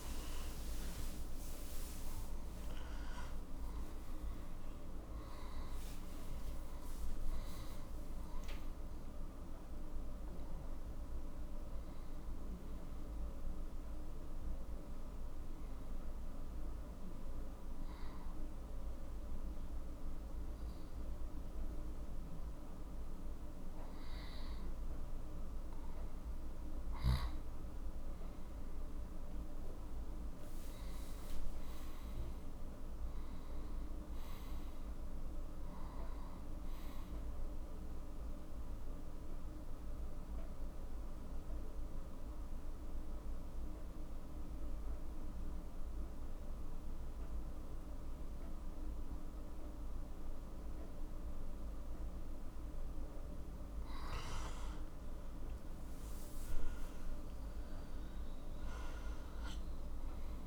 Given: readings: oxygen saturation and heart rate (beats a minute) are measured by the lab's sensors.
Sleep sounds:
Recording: breathing in sleep, hard to hear, by a room microphone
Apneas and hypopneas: 2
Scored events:
0.00-6.00 s: arousal
0.00-7.50 s: oxygen desaturation (device-marked, oxygen 90% lowest, heart rate 49 extreme)
18.00-29.50 s: hypopnea (oxygen 98% before, 90% lowest, heart rate 86 before, 46 extreme, up 9 after)
23.50-60.47 s: new sleep stage, N2 (light sleep)
30.50-34.50 s: arousal
30.50-50.50 s: oxygen desaturation (device-marked, oxygen 96% before, 93% lowest, heart rate 58 before, 42 extreme)
37.50-52.50 s: obstructive apnea (oxygen 98% before, 90% lowest, heart rate 53 before, 42 extreme, up 12 after)
53.50-57.50 s: arousal
57.50-60.47 s: oxygen desaturation (device-marked, oxygen 95% before, 90% lowest, heart rate 49 before, 41 extreme)
From the record:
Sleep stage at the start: N1 (lightest sleep)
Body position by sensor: on the left side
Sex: male

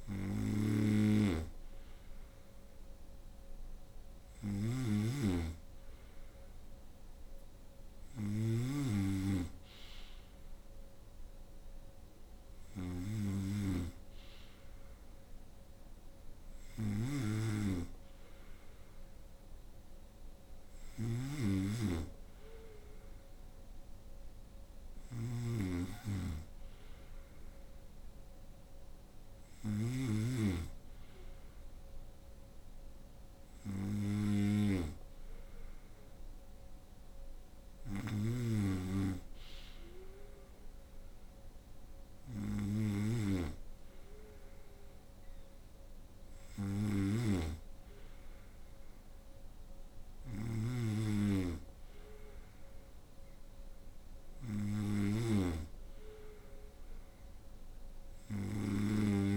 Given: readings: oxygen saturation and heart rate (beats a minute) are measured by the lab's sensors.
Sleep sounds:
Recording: breathing in sleep by a room microphone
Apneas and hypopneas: none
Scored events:
0.00-59.37 s: snoring (device-marked)
From the record:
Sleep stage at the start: N2 (light sleep)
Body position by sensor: on the right side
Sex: female

